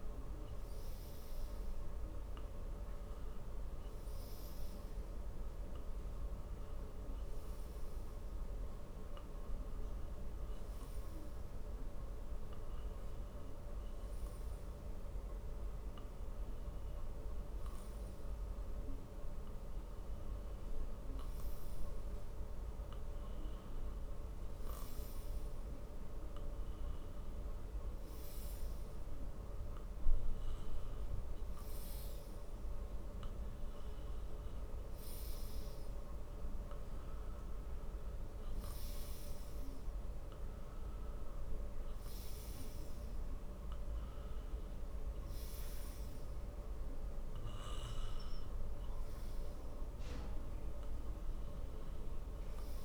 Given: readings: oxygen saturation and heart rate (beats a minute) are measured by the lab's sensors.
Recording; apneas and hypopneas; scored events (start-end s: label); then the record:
breathing in sleep, hard to hear, by a room microphone; 1
5.00-8.50 s: arousal
11.50-23.50 s: hypopnea (oxygen 96% before, 93% lowest, heart rate 66 before, 58 extreme, up 3 after)
25.00-29.00 s: arousal
From the record:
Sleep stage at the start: N2 (light sleep); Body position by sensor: on the back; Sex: male